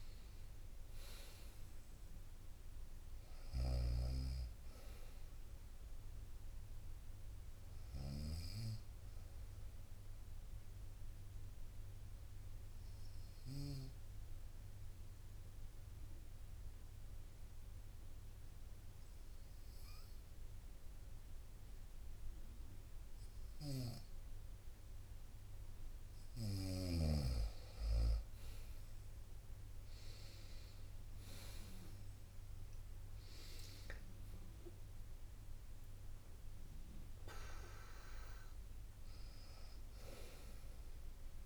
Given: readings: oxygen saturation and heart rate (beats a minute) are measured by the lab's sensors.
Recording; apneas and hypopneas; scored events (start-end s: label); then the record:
breathing in sleep by a room microphone; 1
0.00-7.50 s: drop in pulse transit time (device-marked, heart rate 58 extreme)
0.00-18.50 s: oxygen desaturation (device-marked, oxygen 93% lowest, heart rate 58 extreme)
3.00-13.50 s: snoring (device-marked)
6.50-14.50 s: bradycardia (device-marked, heart rate 63 before, 58 extreme)
9.50-25.00 s: obstructive apnea (oxygen 99% before, 93% lowest, heart rate 61 before, 58 extreme, up 4 after)
23.00-26.50 s: snoring (device-marked)
29.50-41.46 s: drop in pulse transit time (device-marked, heart rate 60 before, 61 extreme)
32.50-36.50 s: arousal
From the record:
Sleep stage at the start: N2 (light sleep); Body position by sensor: on the right side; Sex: female